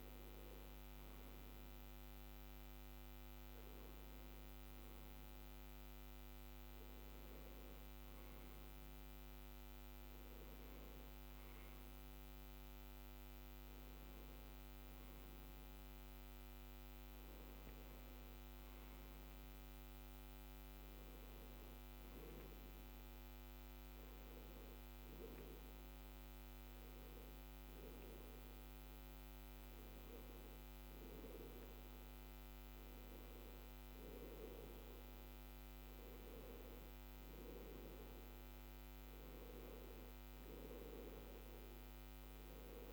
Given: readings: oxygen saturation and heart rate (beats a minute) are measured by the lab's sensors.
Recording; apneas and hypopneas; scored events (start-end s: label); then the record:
breathing in sleep, hard to hear, by a microphone on the trachea; none
13.00-42.93 s: new sleep stage, N2 (light sleep)
From the record:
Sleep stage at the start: N1 (lightest sleep); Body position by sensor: on the left side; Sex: male